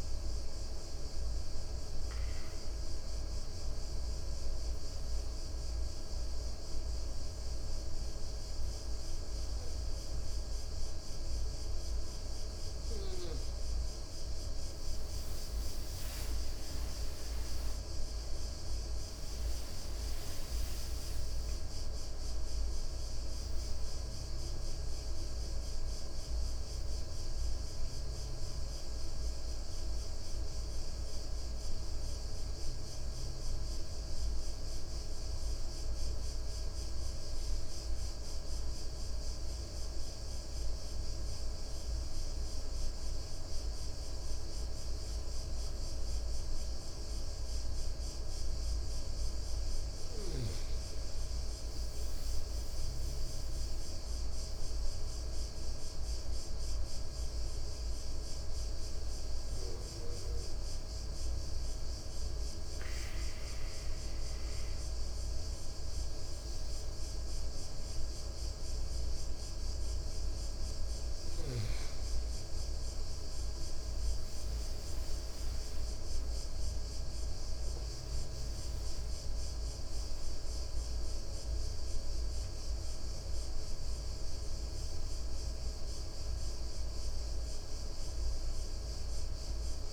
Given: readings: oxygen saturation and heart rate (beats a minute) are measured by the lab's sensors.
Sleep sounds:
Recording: breathing in sleep, hard to hear, by a room microphone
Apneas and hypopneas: 3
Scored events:
2.00-13.50 s: obstructive apnea (oxygen 97% before, 93% lowest, heart rate 65 before, 61 extreme, up 8 after)
17.00-22.00 s: arousal
35.00-50.00 s: obstructive apnea (oxygen 96% before, 93% lowest, heart rate 67 before, 60 extreme, up 8 after)
52.50-55.50 s: arousal
58.00-73.00 s: oxygen desaturation (device-marked, oxygen 97% before, 93% lowest, heart rate 62 before, 60 extreme)
60.00-72.00 s: obstructive apnea (oxygen 97% before, 93% lowest, heart rate 62 before, 60 extreme, up 10 after)
76.50-81.00 s: arousal
From the record:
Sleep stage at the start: N2 (light sleep)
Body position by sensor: on the right side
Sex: male

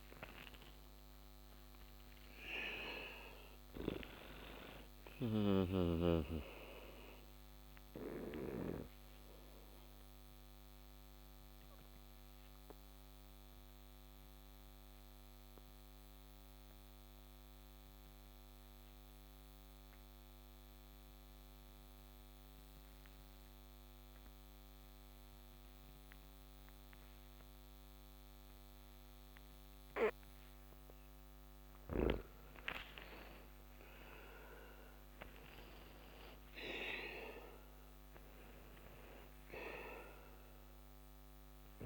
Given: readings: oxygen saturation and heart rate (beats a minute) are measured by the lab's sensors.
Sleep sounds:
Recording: breathing in sleep by a microphone on the trachea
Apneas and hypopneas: 1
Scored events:
0.00-2.00 s: arousal
4.50-23.50 s: oxygen desaturation (device-marked, oxygen 97% before, 88% lowest)
9.50-31.00 s: obstructive apnea (oxygen 97% before, 86% lowest)
33.00-36.50 s: arousal
34.50-41.86 s: oxygen desaturation (device-marked, oxygen 97% before, 86% lowest)
From the record:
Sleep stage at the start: N2 (light sleep)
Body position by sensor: on the back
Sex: male

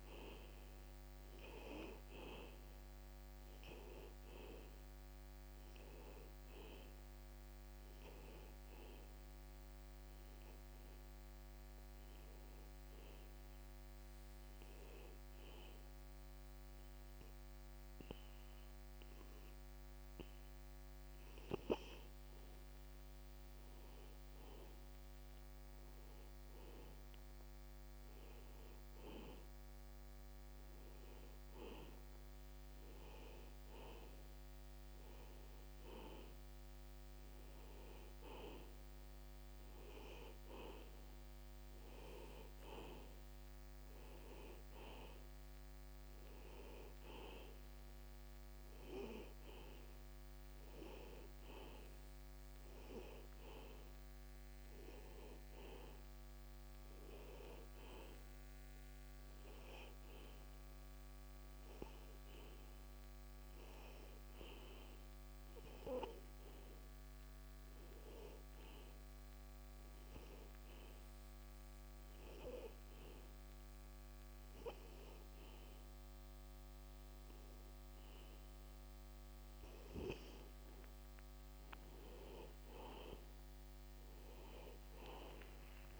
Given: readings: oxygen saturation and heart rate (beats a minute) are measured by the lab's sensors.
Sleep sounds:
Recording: breathing in sleep by a microphone on the trachea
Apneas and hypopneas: 2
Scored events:
0.00-22.00 s: oxygen desaturation (device-marked, oxygen 88% lowest, heart rate 34 extreme)
11.50-23.50 s: hypopnea (oxygen 95% before, 88% lowest, heart rate 43 before, 43 extreme, up 12 after)
25.50-29.00 s: arousal
41.00-58.00 s: oxygen desaturation (device-marked, oxygen 96% before, 91% lowest, heart rate 57 before, 35 extreme)
54.50-57.50 s: arousal
59.50-81.50 s: hypopnea (oxygen 96% before, 91% lowest, heart rate 50 before, 30 extreme, up 18 after)
83.00-86.00 s: arousal
From the record:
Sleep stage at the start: N2 (light sleep)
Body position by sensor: on the back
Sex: male

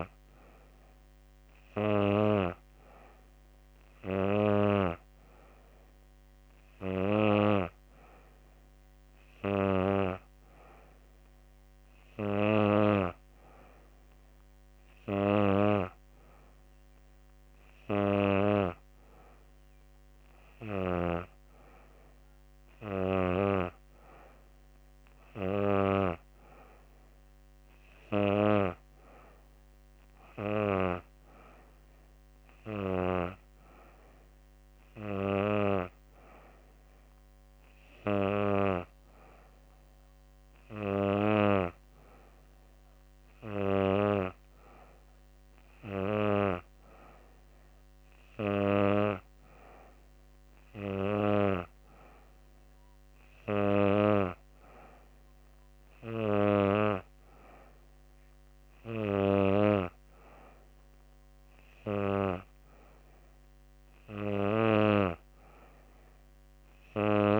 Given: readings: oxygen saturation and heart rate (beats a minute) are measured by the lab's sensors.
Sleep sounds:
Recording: breathing in sleep by a microphone on the trachea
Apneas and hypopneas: none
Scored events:
none scored
From the record:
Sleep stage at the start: N2 (light sleep)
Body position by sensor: on the back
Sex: female

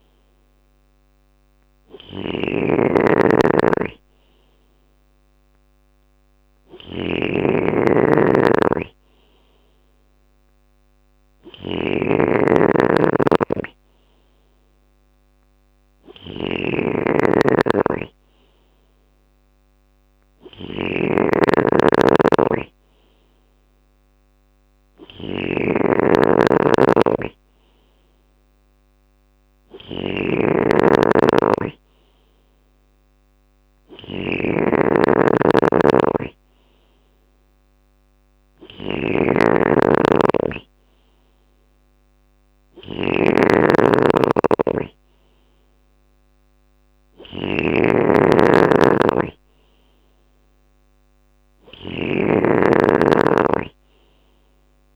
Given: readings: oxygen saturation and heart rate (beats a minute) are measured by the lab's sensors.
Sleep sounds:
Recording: breathing in sleep by a microphone on the trachea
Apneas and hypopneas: none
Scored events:
0.00-54.96 s: snoring (device-marked)
From the record:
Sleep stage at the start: N3 (deep sleep)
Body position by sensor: on the left side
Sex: male

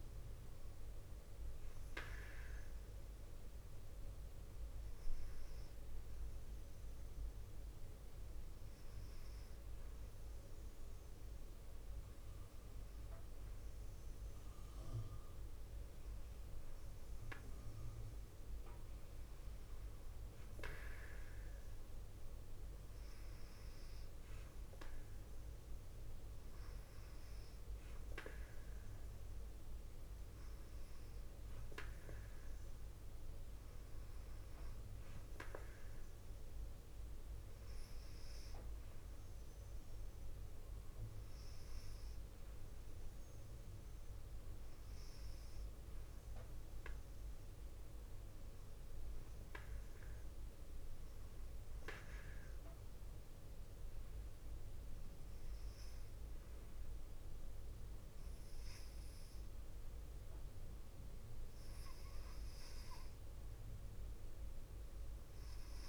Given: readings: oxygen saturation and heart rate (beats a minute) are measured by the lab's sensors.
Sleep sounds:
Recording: breathing in sleep, hard to hear, by a room microphone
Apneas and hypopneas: none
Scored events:
none scored
From the record:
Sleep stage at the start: N2 (light sleep)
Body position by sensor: on the left side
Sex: female

